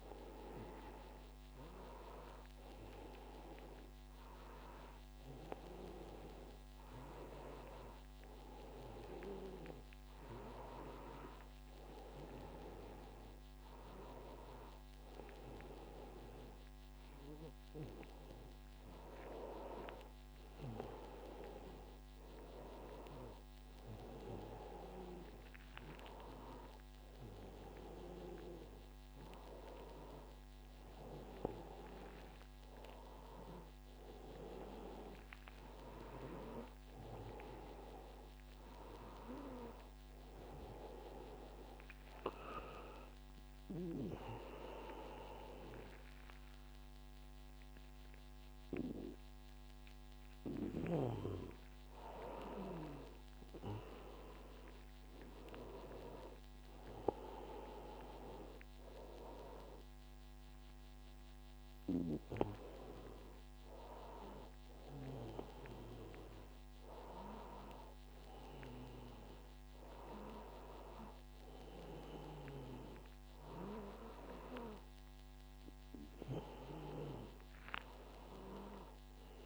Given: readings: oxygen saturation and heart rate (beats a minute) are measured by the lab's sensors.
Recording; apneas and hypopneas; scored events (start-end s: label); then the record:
a person awake in a sleep study, by a microphone on the trachea; none
31.50-79.46 s: new sleep stage, awake
From the record:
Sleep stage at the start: N2 (light sleep); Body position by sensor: on the back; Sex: male